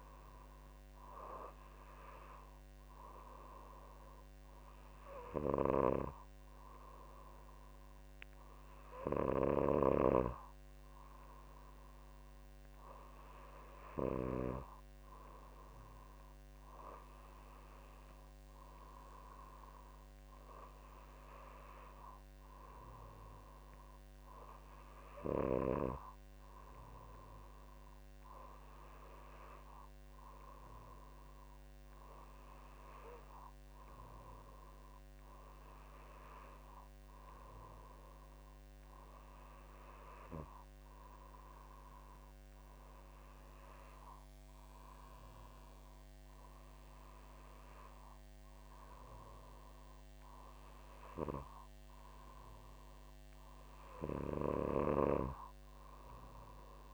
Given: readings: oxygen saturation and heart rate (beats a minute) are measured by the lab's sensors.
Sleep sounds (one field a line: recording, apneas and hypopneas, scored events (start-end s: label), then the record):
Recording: breathing in sleep by a microphone on the trachea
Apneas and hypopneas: none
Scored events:
none scored
From the record:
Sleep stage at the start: N2 (light sleep)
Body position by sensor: on the back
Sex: female